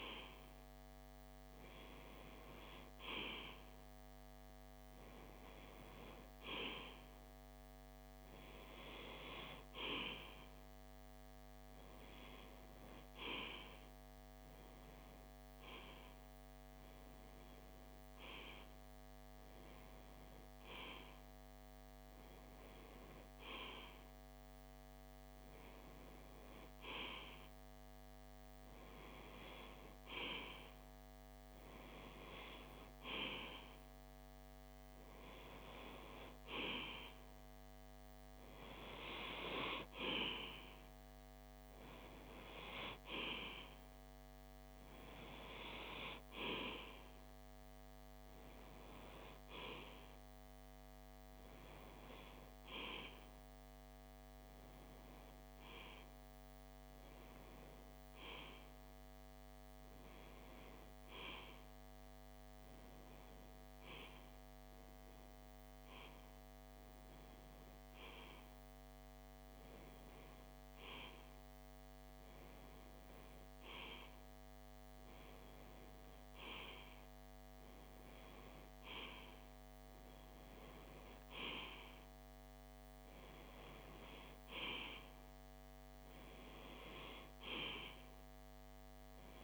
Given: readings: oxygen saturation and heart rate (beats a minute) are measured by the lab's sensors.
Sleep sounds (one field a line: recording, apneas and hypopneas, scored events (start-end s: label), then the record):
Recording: breathing in sleep by a microphone on the trachea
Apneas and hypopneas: none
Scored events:
none scored
From the record:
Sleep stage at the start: REM sleep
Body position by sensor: on the left side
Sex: male